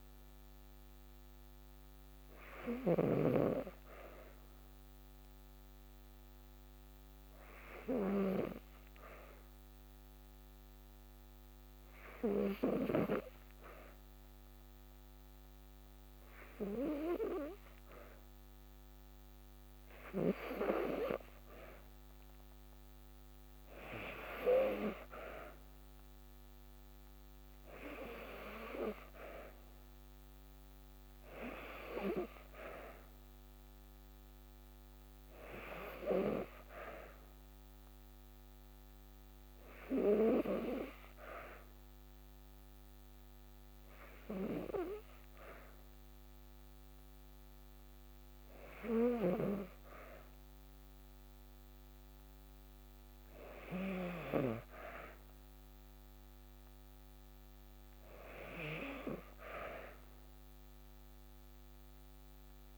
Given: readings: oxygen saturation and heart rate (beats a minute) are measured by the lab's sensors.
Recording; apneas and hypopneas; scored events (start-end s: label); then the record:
breathing in sleep by a microphone on the trachea; 2
5.50-17.00 s: hypopnea (oxygen 95% before, 92% lowest, heart rate 54 before, 54 extreme, up 3 after)
19.50-23.00 s: arousal
41.00-51.50 s: hypopnea (oxygen 95% before, 92% lowest, heart rate 56 before, 53 extreme)
53.00-56.50 s: arousal
From the record:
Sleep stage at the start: N2 (light sleep); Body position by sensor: on the back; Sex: female